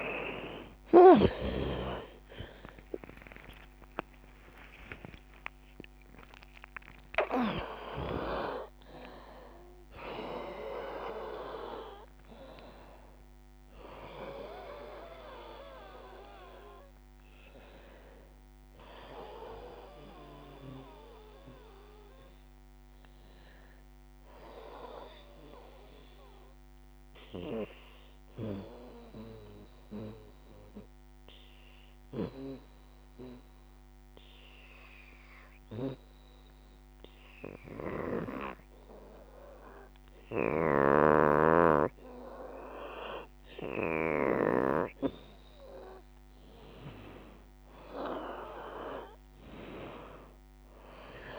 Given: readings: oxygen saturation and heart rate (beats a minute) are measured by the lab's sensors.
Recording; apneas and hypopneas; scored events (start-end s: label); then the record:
breathing in sleep by a microphone on the trachea; 1
0.00-3.00 s: arousal
0.00-26.50 s: oxygen desaturation (device-marked, oxygen 84% lowest, heart rate 45 extreme)
3.50-5.50 s: long interval between heartbeats (device-marked, heart rate 44 before, 97 extreme)
28.50-44.50 s: obstructive apnea (oxygen 97% before, 87% lowest, heart rate 97 before, 66 extreme, up 21 after)
41.50-51.38 s: oxygen desaturation (device-marked, oxygen 97% before, 88% lowest, heart rate 76 before, 70 extreme)
46.50-51.00 s: arousal
47.50-51.38 s: drop in pulse transit time (device-marked, heart rate 72 before, 73 extreme)
From the record:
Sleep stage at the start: N2 (light sleep); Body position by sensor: on the back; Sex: female